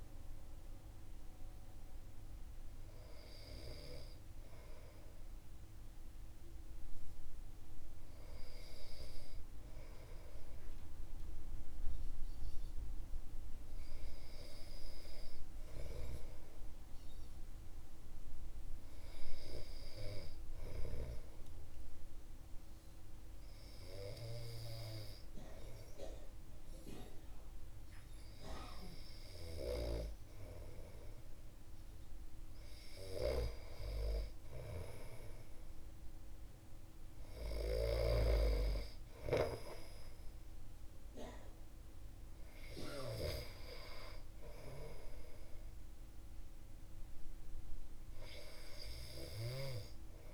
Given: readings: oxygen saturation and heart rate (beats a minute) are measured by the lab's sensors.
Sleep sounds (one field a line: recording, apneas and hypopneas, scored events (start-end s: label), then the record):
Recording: breathing in sleep by a room microphone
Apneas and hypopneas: none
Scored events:
none scored
From the record:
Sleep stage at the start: N2 (light sleep)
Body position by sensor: on the back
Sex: male